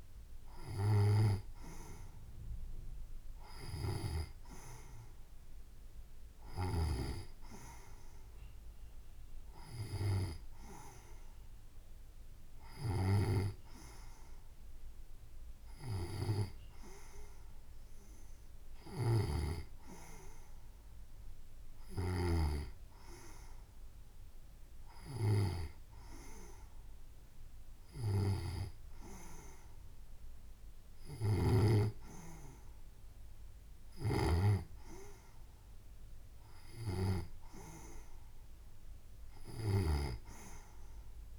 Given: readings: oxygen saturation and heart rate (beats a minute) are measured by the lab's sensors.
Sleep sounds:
breathing in sleep by a room microphone; none
none scored
From the record:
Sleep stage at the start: N2 (light sleep); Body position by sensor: on the right side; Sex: female

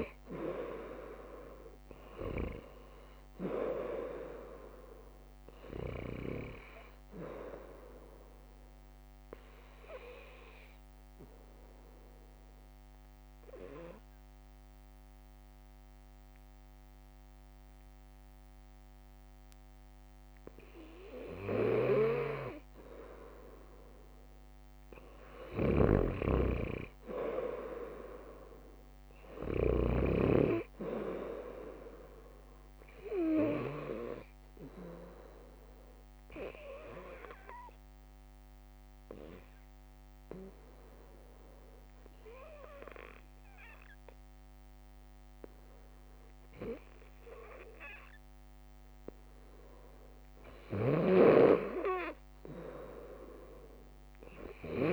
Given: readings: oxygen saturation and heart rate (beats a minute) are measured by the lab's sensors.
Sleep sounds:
breathing in sleep by a microphone on the trachea; 2
4.50-20.50 s: drop in pulse transit time (device-marked, heart rate 65 before, 66 extreme)
7.50-22.00 s: mixed apnea (oxygen 99% before, 96% lowest, heart rate 64 before, 56 extreme)
22.50-26.50 s: bradycardia (device-marked, heart rate 70 before, 58 extreme)
25.00-29.50 s: arousal
25.00-29.50 s: snoring (device-marked)
33.50-50.50 s: obstructive apnea (oxygen 99% before, 96% lowest, heart rate 68 before, 56 extreme, up 2 after)
35.50-46.50 s: drop in pulse transit time (device-marked, heart rate 67 before, 69 extreme)
45.50-54.93 s: bradycardia (device-marked, heart rate 70 before, 56 extreme)
50.50-54.93 s: snoring (device-marked)
From the record:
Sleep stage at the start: N2 (light sleep); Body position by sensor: on the left side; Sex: female

